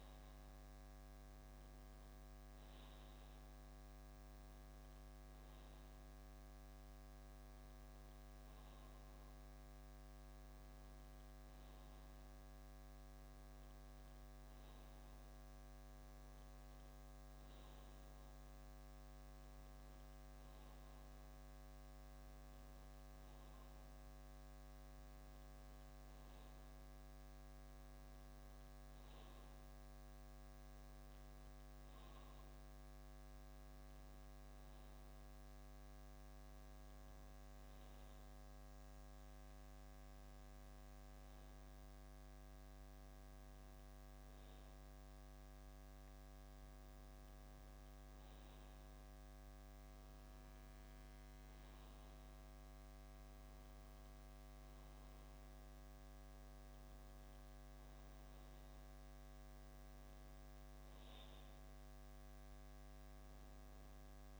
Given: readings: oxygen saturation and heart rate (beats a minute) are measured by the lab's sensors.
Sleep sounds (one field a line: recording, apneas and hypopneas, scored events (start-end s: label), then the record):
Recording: breathing in sleep, hard to hear, by a microphone on the trachea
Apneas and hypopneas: none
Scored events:
none scored
From the record:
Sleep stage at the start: N2 (light sleep)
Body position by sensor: on the back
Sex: male